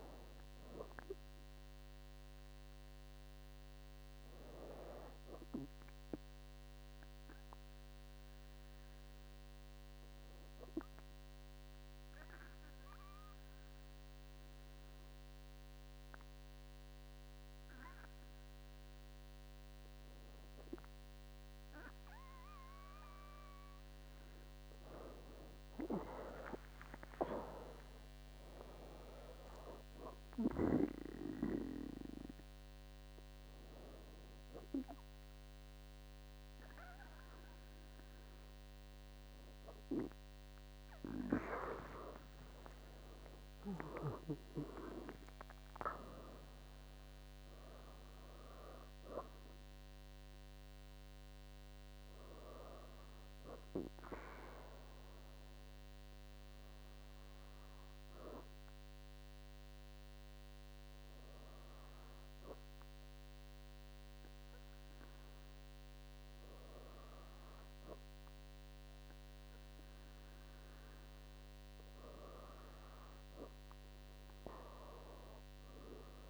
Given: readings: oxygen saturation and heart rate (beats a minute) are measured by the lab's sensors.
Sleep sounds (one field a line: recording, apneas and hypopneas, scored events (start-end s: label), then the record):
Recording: breathing in sleep by a microphone on the trachea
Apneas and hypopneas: 1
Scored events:
8.00-23.00 s: obstructive apnea (oxygen 98% before, 97% lowest, heart rate 74 before, 61 extreme, up 25 after)
26.00-30.00 s: arousal
From the record:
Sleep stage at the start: N2 (light sleep)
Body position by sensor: on the back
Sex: female